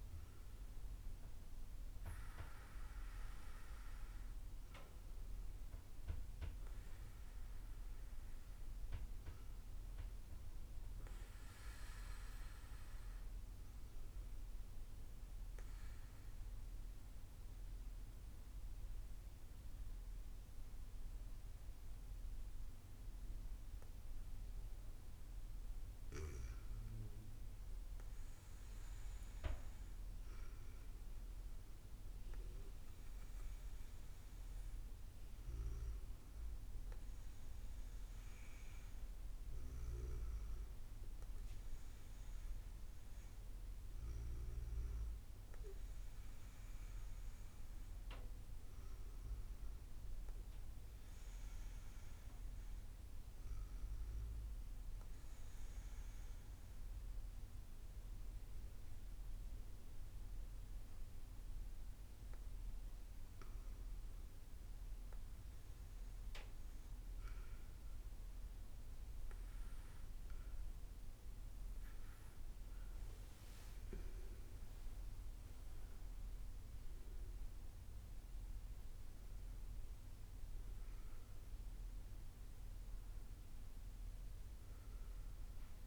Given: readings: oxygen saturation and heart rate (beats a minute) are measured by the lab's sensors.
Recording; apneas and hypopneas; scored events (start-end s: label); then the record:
breathing in sleep, hard to hear, by a room microphone; 2
13.50-25.50 s: obstructive apnea (oxygen 98% before, 96% lowest, heart rate 63 before, 58 extreme, up 7 after)
27.50-32.00 s: arousal
53.50-64.50 s: obstructive apnea (oxygen 97% before, 96% lowest, heart rate 71 before, 59 extreme, up 10 after)
72.50-77.50 s: arousal
From the record:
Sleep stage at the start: REM sleep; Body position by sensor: on the back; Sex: female